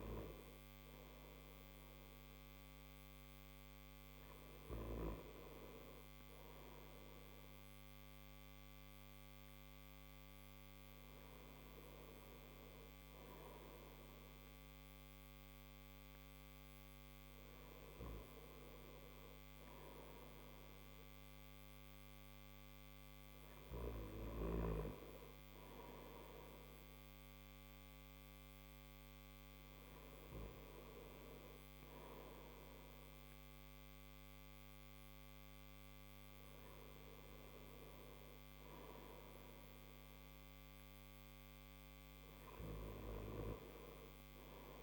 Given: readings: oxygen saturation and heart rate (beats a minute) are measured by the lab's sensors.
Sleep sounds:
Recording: breathing in sleep by a microphone on the trachea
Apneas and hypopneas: none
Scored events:
none scored
From the record:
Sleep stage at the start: N3 (deep sleep)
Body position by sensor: on the back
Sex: male

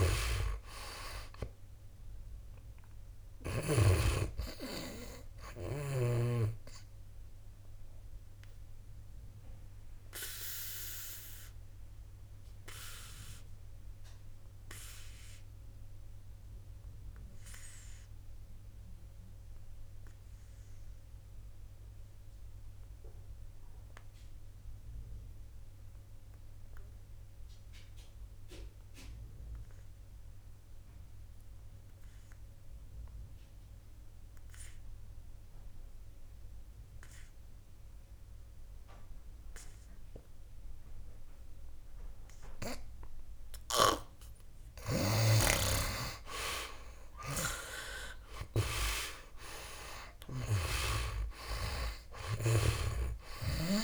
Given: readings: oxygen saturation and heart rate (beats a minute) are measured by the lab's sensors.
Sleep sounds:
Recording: breathing in sleep by a room microphone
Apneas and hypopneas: 1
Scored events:
0.00-2.00 s: arousal
0.00-4.00 s: snoring (device-marked)
0.00-28.50 s: oxygen desaturation (device-marked, oxygen 79% lowest, heart rate 59 extreme)
7.50-43.50 s: obstructive apnea (oxygen 97% before, 73% lowest, heart rate 67 before, 59 extreme, up 11 after)
35.50-53.84 s: oxygen desaturation (device-marked, oxygen 98% before, 73% lowest, heart rate 60 before, 59 extreme)
47.50-52.00 s: arousal
50.50-53.84 s: snoring (device-marked)
From the record:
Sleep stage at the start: N2 (light sleep)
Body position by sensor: on the back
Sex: male

